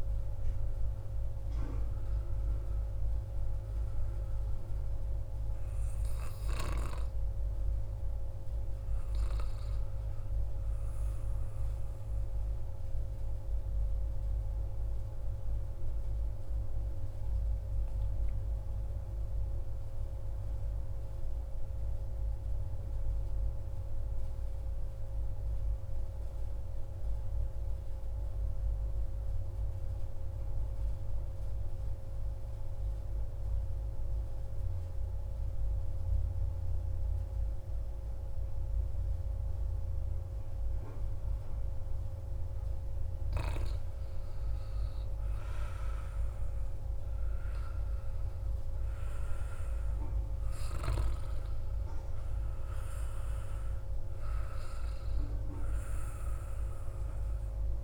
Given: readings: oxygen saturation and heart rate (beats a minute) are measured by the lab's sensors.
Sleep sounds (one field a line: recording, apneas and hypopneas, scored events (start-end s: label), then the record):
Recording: breathing in sleep, hard to hear, by a room microphone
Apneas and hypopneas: 1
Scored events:
0.00-15.00 s: oxygen desaturation (device-marked, oxygen 90% lowest, heart rate 61 extreme)
12.50-41.00 s: mixed apnea (oxygen 95% before, 92% lowest, heart rate 63 before, 61 extreme, up 4 after)
41.00-57.84 s: oxygen desaturation (device-marked, oxygen 97% before, 92% lowest, heart rate 63 before, 60 extreme)
43.00-47.00 s: arousal
From the record:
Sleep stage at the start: N2 (light sleep)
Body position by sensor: on the back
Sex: male